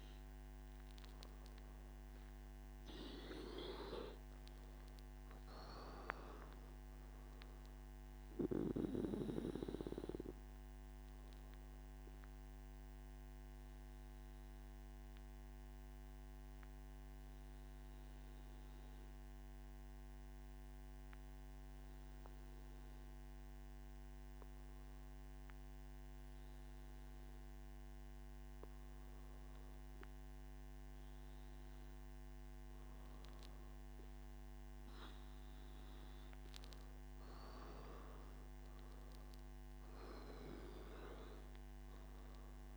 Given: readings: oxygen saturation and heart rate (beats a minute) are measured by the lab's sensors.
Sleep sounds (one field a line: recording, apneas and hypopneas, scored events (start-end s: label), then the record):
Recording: breathing in sleep by a microphone on the trachea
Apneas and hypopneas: none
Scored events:
none scored
From the record:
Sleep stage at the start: N3 (deep sleep)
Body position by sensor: on the back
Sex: male